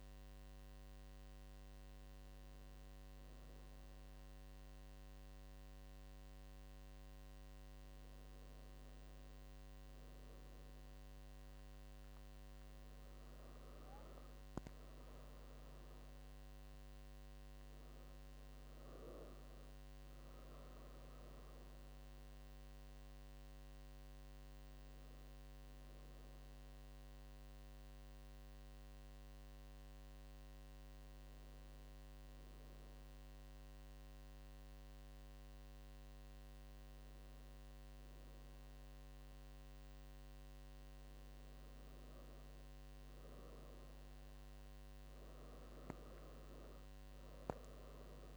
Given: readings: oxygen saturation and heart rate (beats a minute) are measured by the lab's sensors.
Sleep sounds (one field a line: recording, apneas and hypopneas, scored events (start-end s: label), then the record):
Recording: breathing in sleep, hard to hear, by a microphone on the trachea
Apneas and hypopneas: 1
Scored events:
12.50-17.50 s: arousal
23.50-39.00 s: hypopnea (oxygen 98% before, 94% lowest, heart rate 75 before, 72 extreme, up 2 after)
From the record:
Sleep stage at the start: N1 (lightest sleep)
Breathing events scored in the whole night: 327 in 5.3 hours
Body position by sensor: on the back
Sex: female